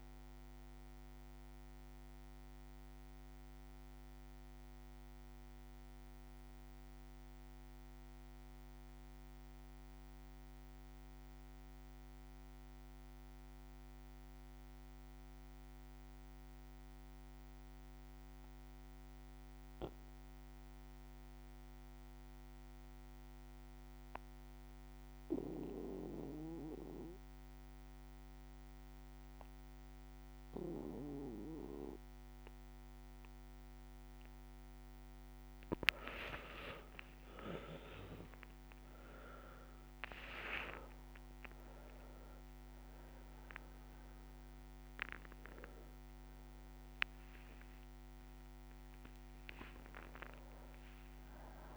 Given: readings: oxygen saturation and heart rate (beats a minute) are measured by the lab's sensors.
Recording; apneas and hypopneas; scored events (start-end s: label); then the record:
breathing in sleep by a microphone on the trachea; 1
0.00-12.50 s: oxygen desaturation (device-marked, oxygen 93% lowest, heart rate 56 extreme)
0.00-22.50 s: bradycardia (device-marked, heart rate 56 extreme)
2.00-34.00 s: obstructive apnea (oxygen 98% before, 93% lowest, heart rate 60 before, 56 extreme, up 41 after)
26.50-45.50 s: oxygen desaturation (device-marked, oxygen 99% before, 93% lowest, heart rate 58 before, 59 extreme)
36.00-38.00 s: long interval between heartbeats (device-marked, heart rate 59 before, 68 extreme)
36.00-41.50 s: arousal
38.00-40.00 s: long interval between heartbeats (device-marked, heart rate 61 before, 88 extreme)
40.00-42.00 s: long interval between heartbeats (device-marked, heart rate 64 before, 95 extreme)
47.00-49.00 s: long interval between heartbeats (device-marked, heart rate 74 before, 74 extreme)
49.00-51.00 s: long interval between heartbeats (device-marked, heart rate 76 before, 83 extreme)
From the record:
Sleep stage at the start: N2 (light sleep); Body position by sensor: on the back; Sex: male